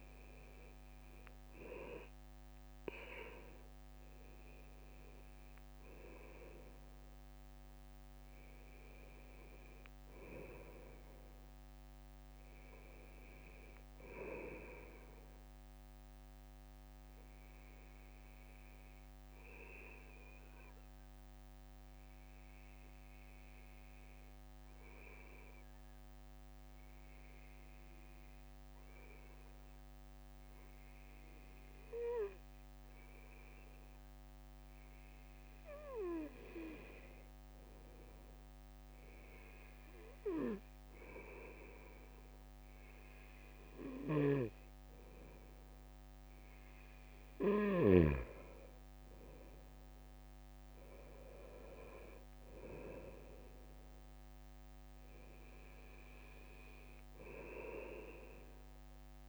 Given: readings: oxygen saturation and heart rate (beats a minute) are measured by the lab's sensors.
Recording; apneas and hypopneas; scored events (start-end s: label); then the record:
breathing in sleep by a microphone on the trachea; 1
0.00-1.00 s: arousal
18.50-34.50 s: obstructive apnea (oxygen 97% before, 95% lowest, heart rate 62 before, 62 extreme, up 1 after)
37.50-42.00 s: arousal
43.50-47.50 s: snoring (device-marked)
From the record:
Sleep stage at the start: N2 (light sleep); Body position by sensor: on the right side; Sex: male